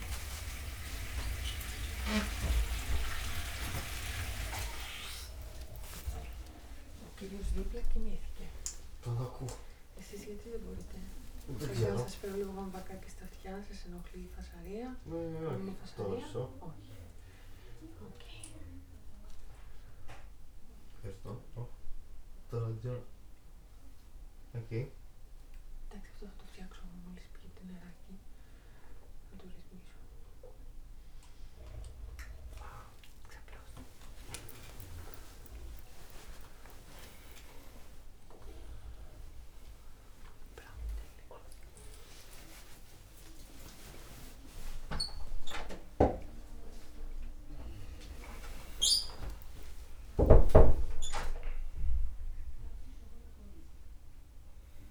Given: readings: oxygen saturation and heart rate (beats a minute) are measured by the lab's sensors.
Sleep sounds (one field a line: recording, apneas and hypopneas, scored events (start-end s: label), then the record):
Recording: a person awake in a sleep study, by a room microphone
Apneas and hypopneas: none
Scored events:
none scored
From the record:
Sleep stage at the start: awake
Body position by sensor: on the back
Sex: male